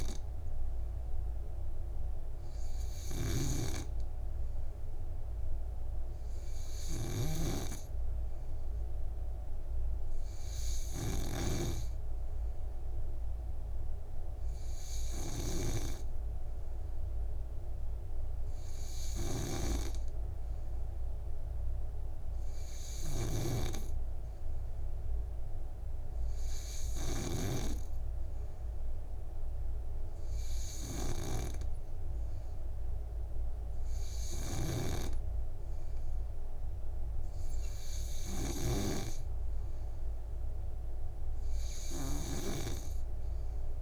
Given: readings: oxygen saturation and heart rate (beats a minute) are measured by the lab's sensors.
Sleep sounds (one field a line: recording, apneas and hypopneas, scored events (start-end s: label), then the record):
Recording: breathing in sleep by a room microphone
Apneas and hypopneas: none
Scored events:
0.00-43.81 s: snoring (device-marked)
From the record:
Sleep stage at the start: N2 (light sleep)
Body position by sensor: on the back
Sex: male